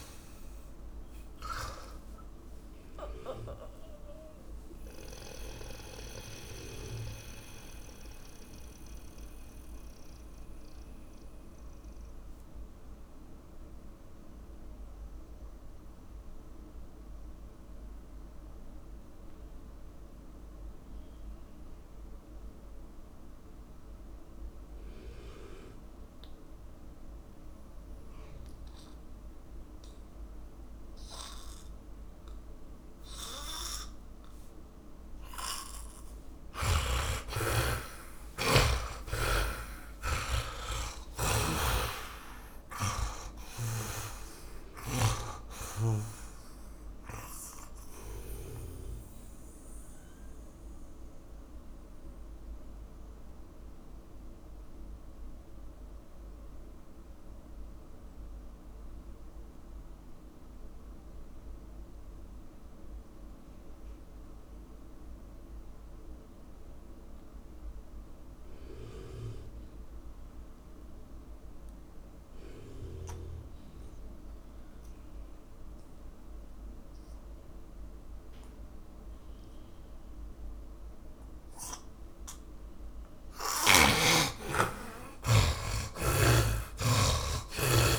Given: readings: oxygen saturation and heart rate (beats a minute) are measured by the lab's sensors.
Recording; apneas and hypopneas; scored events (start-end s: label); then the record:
breathing in sleep by a room microphone; 2
0.00-19.50 s: oxygen desaturation (device-marked, oxygen 78% lowest)
4.50-35.50 s: mixed apnea (oxygen 100% before, 78% lowest)
34.50-68.50 s: oxygen desaturation (device-marked, oxygen 100% before, 79% lowest)
39.50-46.00 s: arousal
41.50-45.50 s: snoring (device-marked)
50.00-82.50 s: mixed apnea (oxygen 100% before, 77% lowest)
81.50-87.98 s: oxygen desaturation (device-marked, oxygen 100% before, 77% lowest)
84.50-87.98 s: arousal
From the record:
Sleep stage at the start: N2 (light sleep); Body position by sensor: on the back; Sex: male